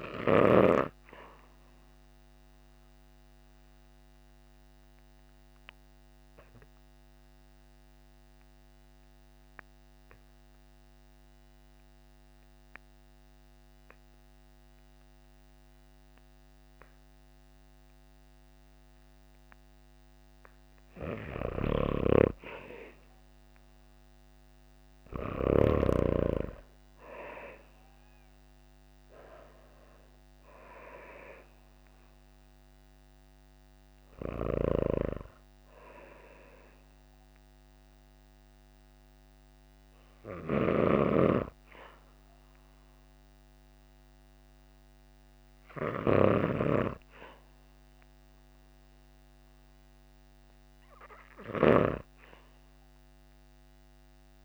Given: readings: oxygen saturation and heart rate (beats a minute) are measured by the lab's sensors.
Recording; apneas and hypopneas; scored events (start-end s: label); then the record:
breathing in sleep by a microphone on the trachea; 1
0.00-11.00 s: oxygen desaturation (device-marked, oxygen 82% lowest, heart rate 51 extreme)
1.00-18.50 s: obstructive apnea (oxygen 97% before, 82% lowest, heart rate 58 before, 58 extreme, up 2 after)
20.50-25.00 s: arousal
20.50-25.00 s: snoring (device-marked)
24.00-47.00 s: oxygen desaturation (device-marked, oxygen 98% before, 88% lowest, heart rate 60 before, 57 extreme)
33.50-54.45 s: snoring (device-marked)
From the record:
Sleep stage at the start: REM sleep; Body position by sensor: on the back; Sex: female